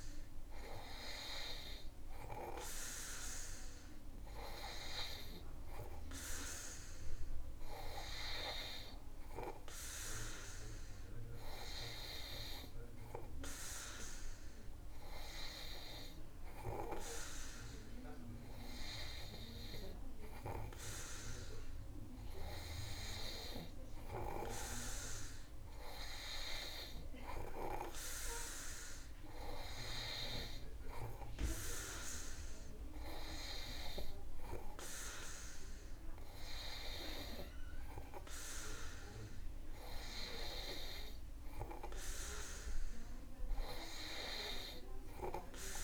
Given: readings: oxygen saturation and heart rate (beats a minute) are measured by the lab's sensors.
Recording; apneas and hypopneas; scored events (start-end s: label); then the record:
breathing in sleep by a room microphone; none
none scored
From the record:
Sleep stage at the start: N2 (light sleep); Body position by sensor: on the back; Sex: male